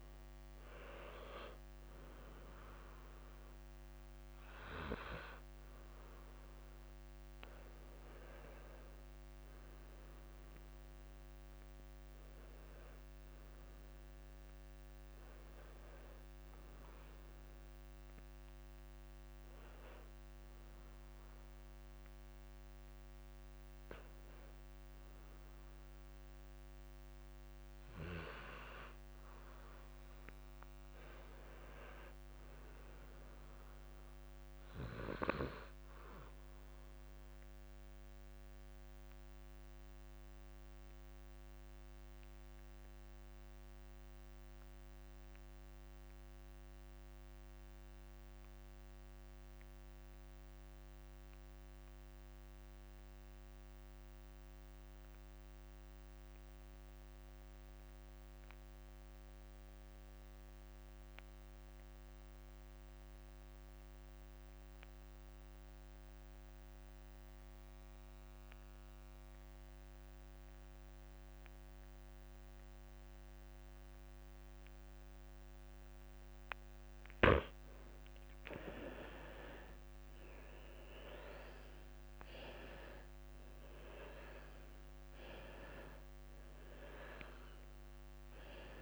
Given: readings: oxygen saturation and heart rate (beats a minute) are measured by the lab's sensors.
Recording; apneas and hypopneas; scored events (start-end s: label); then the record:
breathing in sleep by a microphone on the trachea; 2
1.00-3.00 s: long interval between heartbeats (device-marked, heart rate 66 before, 37 extreme)
4.50-6.50 s: long interval between heartbeats (device-marked, heart rate 60 before, 43 extreme)
8.00-10.00 s: long interval between heartbeats (device-marked, heart rate 52 before, 52 extreme)
10.00-12.00 s: long interval between heartbeats (device-marked, heart rate 49 before, 54 extreme)
13.00-16.00 s: arousal
18.00-28.50 s: hypopnea (oxygen 96% before, 82% lowest)
19.50-21.50 s: long interval between heartbeats (device-marked, heart rate 47 before, 56 extreme)
27.50-29.50 s: long interval between heartbeats (device-marked, heart rate 50 before, 46 extreme)
30.50-32.50 s: long interval between heartbeats (device-marked, heart rate 49 before, 45 extreme)
30.50-34.50 s: arousal
40.00-77.00 s: mixed apnea (oxygen 96% before, 81% lowest, heart rate 42 before, 37 extreme)
45.00-47.00 s: long interval between heartbeats (device-marked, heart rate 43 before, 47 extreme)
46.00-56.00 s: oxygen desaturation (device-marked, oxygen 95% before, 92% lowest, heart rate 43 before, 37 extreme)
47.00-49.00 s: long interval between heartbeats (device-marked, heart rate 43 before, 54 extreme)
61.50-63.50 s: long interval between heartbeats (device-marked, heart rate 54 before, 54 extreme)
62.00-88.81 s: oxygen desaturation (device-marked, oxygen 93% before, 81% lowest, heart rate 54 before, 37 extreme)
67.00-69.00 s: long interval between heartbeats (device-marked, heart rate 54 before, 55 extreme)
70.00-72.00 s: long interval between heartbeats (device-marked, heart rate 54 before, 46 extreme)
77.00-79.00 s: long interval between heartbeats (device-marked, heart rate 50 before, 64 extreme)
79.00-82.50 s: arousal
82.00-84.00 s: long interval between heartbeats (device-marked, heart rate 58 before, 99 extreme)
85.00-87.00 s: long interval between heartbeats (device-marked, heart rate 63 before, 67 extreme)
87.00-88.81 s: long interval between heartbeats (device-marked, heart rate 65 before, 69 extreme)
From the record:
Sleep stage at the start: N2 (light sleep); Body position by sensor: on the left side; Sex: male